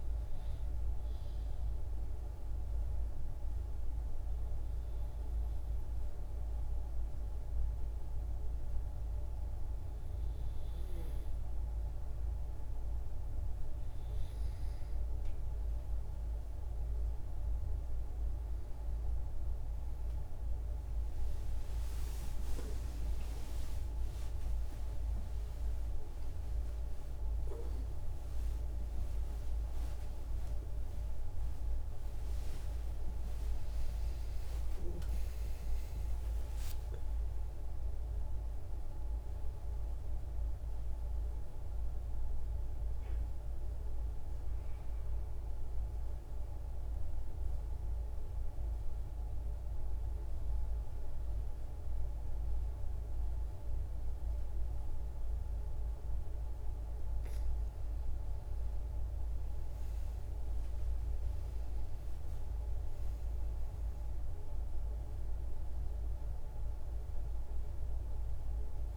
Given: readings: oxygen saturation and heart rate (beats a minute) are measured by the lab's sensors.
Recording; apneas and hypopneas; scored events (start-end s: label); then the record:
a person partly awake in a sleep study, hard to hear, by a room microphone; 2
2.00-13.00 s: obstructive apnea (oxygen 96% before, 91% lowest, heart rate 54 before, 54 extreme, up 4 after)
8.00-38.00 s: new sleep stage, awake
38.00-68.97 s: new sleep stage, N2 (light sleep)
42.00-57.00 s: mixed apnea (oxygen 94% before, 89% lowest, heart rate 128 before, 52 extreme, up 11 after)
58.50-62.00 s: arousal
64.00-68.97 s: oxygen desaturation (device-marked, oxygen 99% before, 89% lowest, heart rate 58 before, 52 extreme)
From the record:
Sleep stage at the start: N2 (light sleep); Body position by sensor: on the back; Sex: female